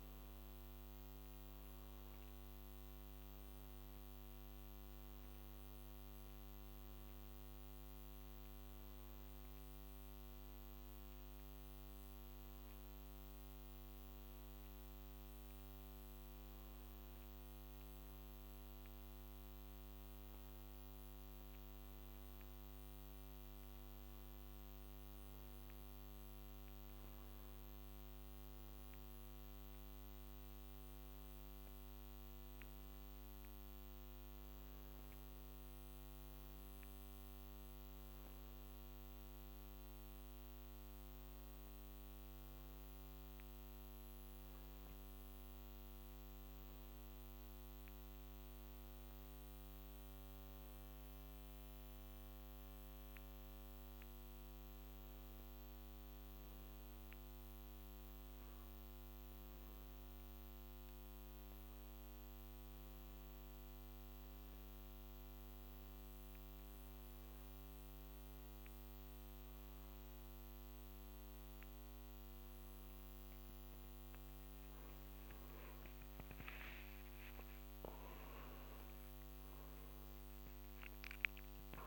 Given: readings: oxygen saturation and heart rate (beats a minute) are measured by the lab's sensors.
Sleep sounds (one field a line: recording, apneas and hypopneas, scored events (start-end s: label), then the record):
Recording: breathing in sleep, hard to hear, by a microphone on the trachea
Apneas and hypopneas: none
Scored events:
78.00-81.87 s: arousal
From the record:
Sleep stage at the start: N1 (lightest sleep)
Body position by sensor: on the back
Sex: male